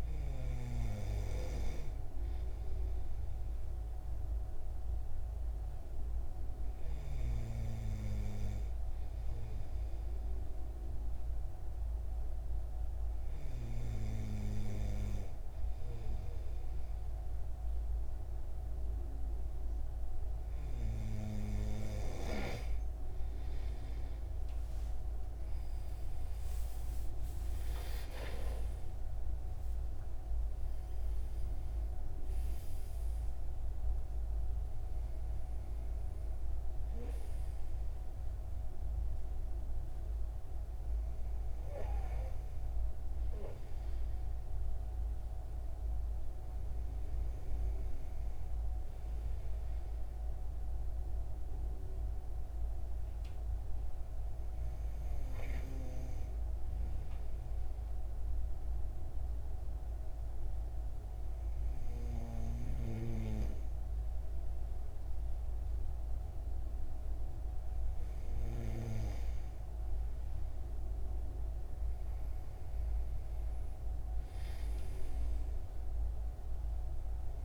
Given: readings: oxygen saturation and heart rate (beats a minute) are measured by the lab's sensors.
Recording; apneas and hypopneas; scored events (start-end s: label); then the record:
breathing in sleep by a room microphone; none
27.00-31.50 s: arousal
From the record:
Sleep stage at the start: N2 (light sleep); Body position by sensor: on the right side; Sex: male